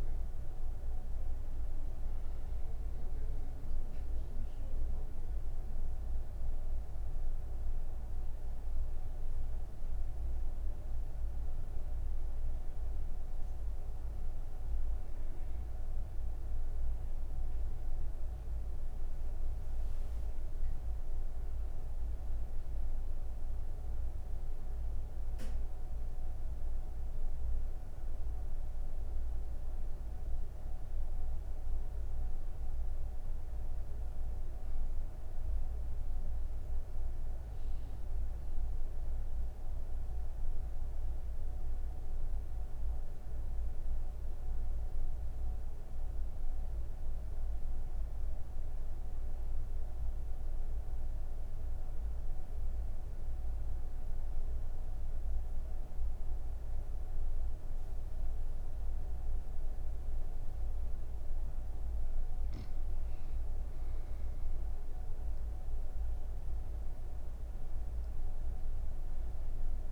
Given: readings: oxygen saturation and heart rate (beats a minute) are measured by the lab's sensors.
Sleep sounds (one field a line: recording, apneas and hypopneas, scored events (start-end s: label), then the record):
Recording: breathing in sleep, hard to hear, by a room microphone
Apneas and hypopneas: none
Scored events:
2.00-44.00 s: oxygen desaturation (device-marked, oxygen 98% before, 91% lowest)
39.00-69.92 s: new sleep stage, N1 (lightest sleep)
From the record:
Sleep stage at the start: N3 (deep sleep)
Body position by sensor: on the right side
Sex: female